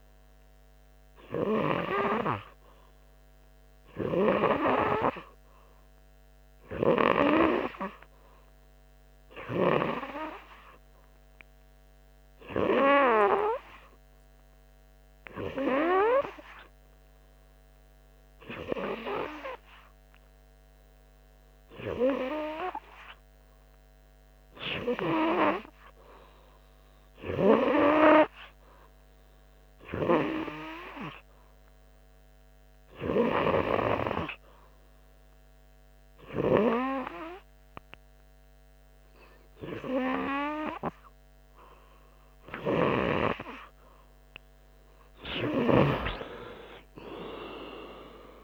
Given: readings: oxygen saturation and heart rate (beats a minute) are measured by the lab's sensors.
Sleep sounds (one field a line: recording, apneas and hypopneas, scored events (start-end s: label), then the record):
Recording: breathing in sleep by a microphone on the trachea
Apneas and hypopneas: none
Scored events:
none scored
From the record:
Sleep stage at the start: N2 (light sleep)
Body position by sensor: on the front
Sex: male